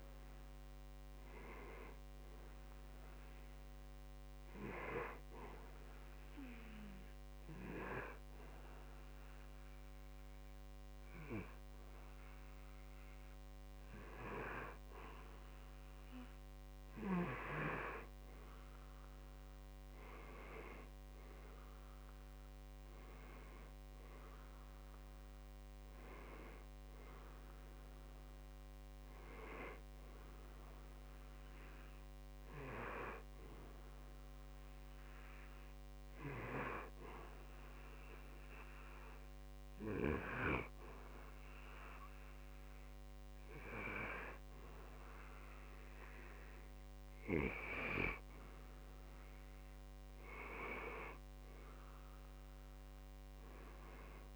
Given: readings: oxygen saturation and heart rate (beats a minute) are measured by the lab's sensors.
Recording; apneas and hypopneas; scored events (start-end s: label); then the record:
breathing in sleep by a microphone on the trachea; 2
0.00-1.00 s: arousal
4.00-15.00 s: hypopnea (oxygen 94% before, 90% lowest, heart rate 39 before, 40 extreme, up 13 after)
18.00-22.00 s: arousal
24.00-37.00 s: oxygen desaturation (device-marked, oxygen 93% before, 90% lowest, heart rate 42 before, 31 extreme)
32.50-44.50 s: hypopnea (oxygen 93% before, 91% lowest, heart rate 54 before, 31 extreme, up 3 after)
47.50-52.00 s: arousal
From the record:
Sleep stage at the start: N2 (light sleep); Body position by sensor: on the back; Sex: male